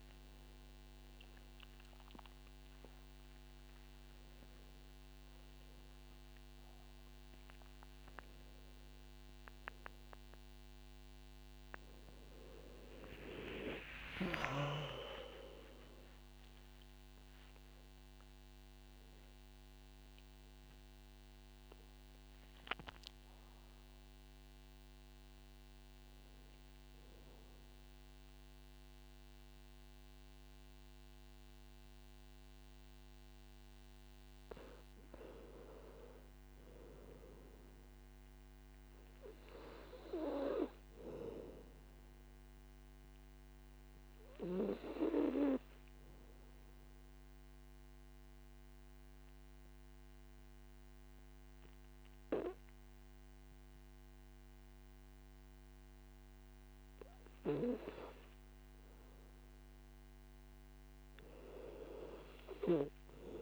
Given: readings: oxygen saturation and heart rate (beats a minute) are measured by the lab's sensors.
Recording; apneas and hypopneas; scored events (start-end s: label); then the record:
a person partly awake in a sleep study, by a microphone on the trachea; 1
4.00-6.00 s: long interval between heartbeats (device-marked, heart rate 63 before, 79 extreme)
15.00-17.00 s: long interval between heartbeats (device-marked, heart rate 77 before, 100 extreme)
19.50-63.42 s: new sleep stage, N2 (light sleep)
44.50-60.50 s: oxygen desaturation (device-marked, oxygen 100% before, 95% lowest, heart rate 59 before, 49 extreme)
46.00-58.50 s: mixed apnea (oxygen 100% before, 94% lowest, heart rate 58 before, 49 extreme, up 5 after)
61.50-63.42 s: arousal
From the record:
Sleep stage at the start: awake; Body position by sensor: on the back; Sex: male